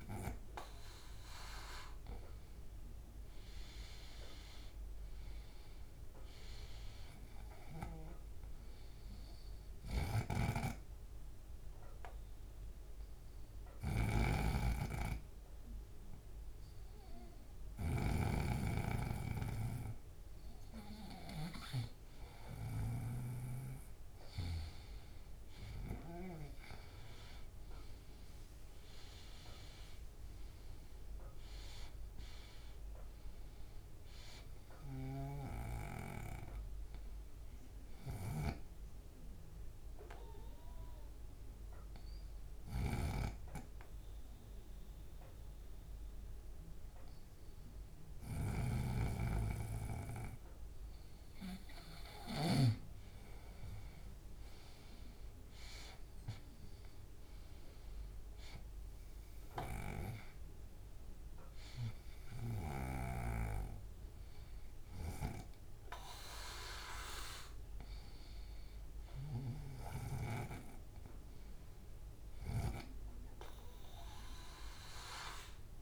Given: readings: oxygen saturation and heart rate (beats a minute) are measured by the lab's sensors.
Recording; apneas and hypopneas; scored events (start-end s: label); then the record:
breathing in sleep by a room microphone; 2
10.00-22.50 s: obstructive apnea (oxygen 96% before, 93% lowest, heart rate 185 before, 164 extreme, up 48 after)
10.00-23.00 s: snoring (device-marked)
27.00-31.00 s: arousal
33.00-53.00 s: oxygen desaturation (device-marked, oxygen 97% before, 93% lowest, heart rate 182 before, 142 extreme)
35.00-52.50 s: snoring (device-marked)
39.00-51.50 s: obstructive apnea (oxygen 97% before, 93% lowest, heart rate 185 before, 142 extreme)
53.00-57.00 s: arousal
62.00-75.00 s: oxygen desaturation (device-marked, oxygen 97% before, 94% lowest, heart rate 170 before, 150 extreme)
From the record:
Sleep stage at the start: N2 (light sleep); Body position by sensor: on the right side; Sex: male